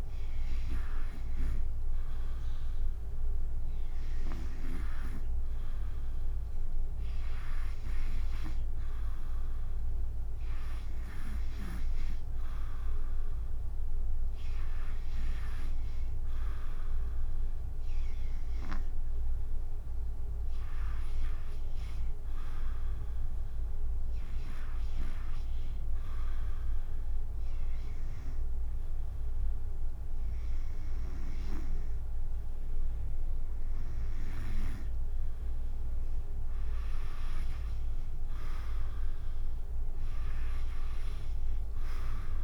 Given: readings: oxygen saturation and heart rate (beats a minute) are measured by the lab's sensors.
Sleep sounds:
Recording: breathing in sleep by a room microphone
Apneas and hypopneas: 1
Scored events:
26.50-37.50 s: obstructive apnea (oxygen 95% before, 92% lowest, heart rate 77 before, 69 extreme, up 11 after)
41.00-42.43 s: arousal
From the record:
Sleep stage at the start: REM sleep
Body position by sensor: on the back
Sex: female

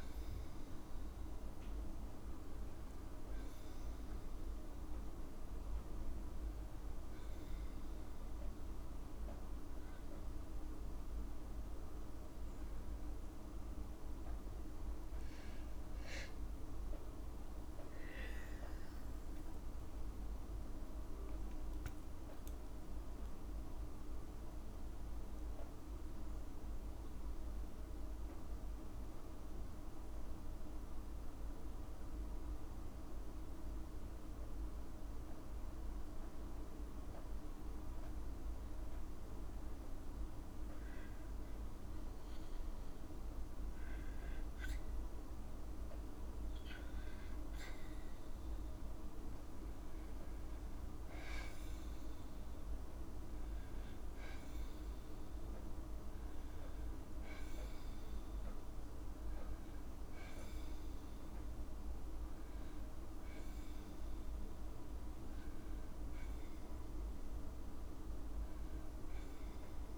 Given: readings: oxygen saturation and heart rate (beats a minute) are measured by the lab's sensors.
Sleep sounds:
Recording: breathing in sleep, hard to hear, by a room microphone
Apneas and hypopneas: 1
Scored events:
0.00-1.00 s: long interval between heartbeats (device-marked, heart rate 75 extreme)
18.00-22.50 s: arousal
29.50-42.00 s: mixed apnea (oxygen 97% before, 95% lowest, heart rate 61 before, 57 extreme, up 4 after)
48.50-53.00 s: arousal
From the record:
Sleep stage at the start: N2 (light sleep)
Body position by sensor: on the back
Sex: female

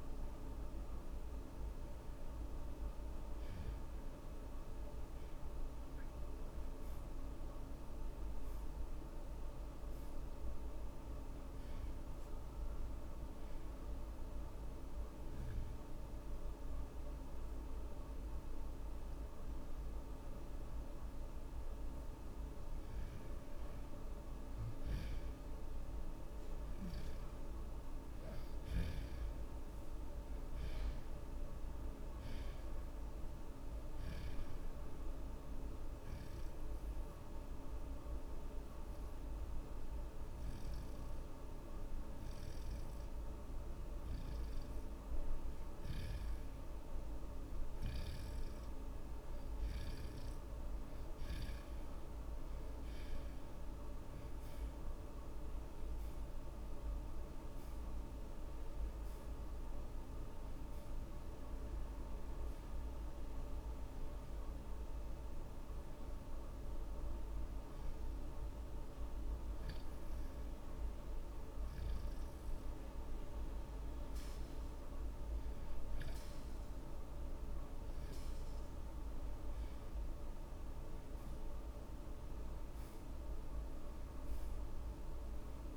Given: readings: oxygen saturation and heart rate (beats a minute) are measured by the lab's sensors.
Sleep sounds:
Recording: breathing in sleep, hard to hear, by a room microphone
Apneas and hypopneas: 3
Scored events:
12.50-23.50 s: hypopnea (oxygen 79% before, 72% lowest, heart rate 89 before, 69 extreme, up 35 after)
26.00-29.50 s: arousal
34.50-44.50 s: obstructive apnea (oxygen 81% before, 72% lowest)
34.50-51.50 s: oxygen desaturation (device-marked, oxygen 81% before, 73% lowest)
54.50-58.50 s: arousal
58.50-75.50 s: oxygen desaturation (device-marked, oxygen 83% before, 72% lowest)
67.50-78.50 s: hypopnea (oxygen 83% before, 74% lowest)
81.50-85.00 s: arousal
From the record:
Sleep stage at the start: N2 (light sleep)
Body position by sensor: on the back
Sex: male

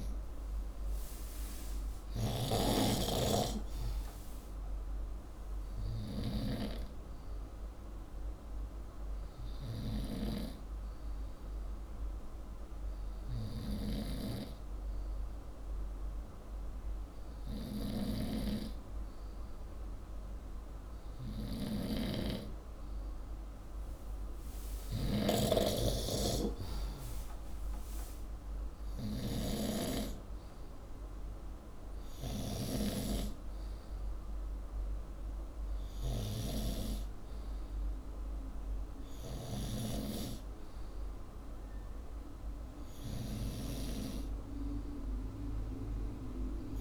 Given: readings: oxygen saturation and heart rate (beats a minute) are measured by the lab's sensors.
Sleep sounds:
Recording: breathing in sleep by a room microphone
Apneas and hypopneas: none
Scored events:
0.00-7.50 s: oxygen desaturation (device-marked, oxygen 92% lowest)
17.50-32.50 s: snoring (device-marked)
From the record:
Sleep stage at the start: N2 (light sleep)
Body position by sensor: upright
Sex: male

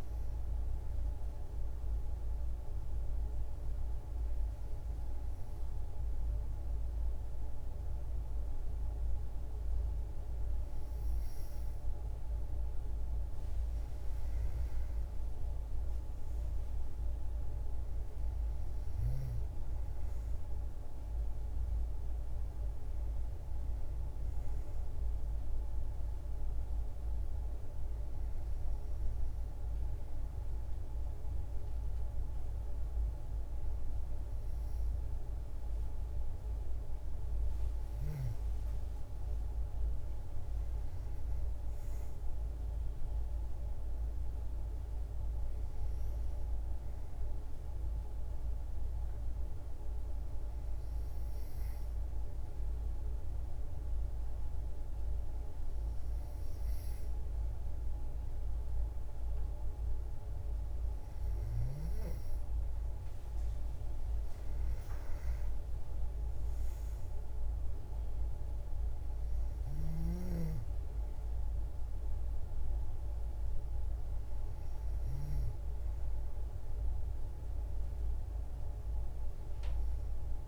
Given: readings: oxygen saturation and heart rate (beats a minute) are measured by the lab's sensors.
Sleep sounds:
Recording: breathing in sleep, hard to hear, by a room microphone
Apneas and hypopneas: 2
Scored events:
1.00-12.00 s: hypopnea (oxygen 97% before, 93% lowest, heart rate 69 before, 54 extreme)
15.00-18.50 s: arousal
40.00-43.50 s: arousal
49.50-60.50 s: hypopnea (oxygen 96% before, 92% lowest, heart rate 112 before, 55 extreme, up 56 after)
63.00-66.50 s: arousal
69.50-80.48 s: oxygen desaturation (device-marked, oxygen 95% before, 92% lowest, heart rate 81 before, 73 extreme)
From the record:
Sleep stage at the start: N2 (light sleep)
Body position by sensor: on the back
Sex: female

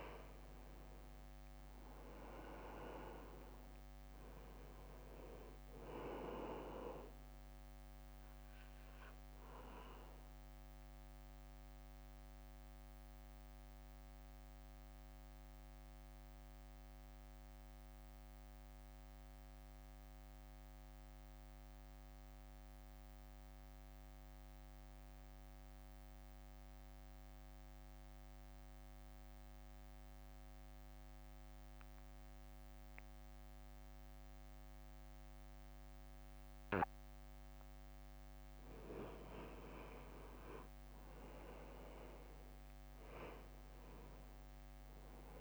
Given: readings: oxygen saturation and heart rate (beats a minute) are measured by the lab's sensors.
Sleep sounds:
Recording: breathing in sleep by a microphone on the trachea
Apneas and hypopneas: 1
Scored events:
0.00-3.50 s: arousal
0.00-9.50 s: oxygen desaturation (device-marked, oxygen 92% lowest, heart rate 53 extreme)
0.00-12.50 s: drop in pulse transit time (device-marked, heart rate 53 extreme)
10.00-38.00 s: mixed apnea (oxygen 99% before, 91% lowest, heart rate 58 before, 52 extreme, up 2 after)
42.50-45.41 s: arousal
42.50-45.41 s: drop in pulse transit time (device-marked, heart rate 62 before, 54 extreme)
43.50-45.41 s: oxygen desaturation (device-marked, oxygen 98% before, 93% lowest, heart rate 62 before, 52 extreme)
From the record:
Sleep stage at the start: N2 (light sleep)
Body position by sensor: on the right side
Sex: male

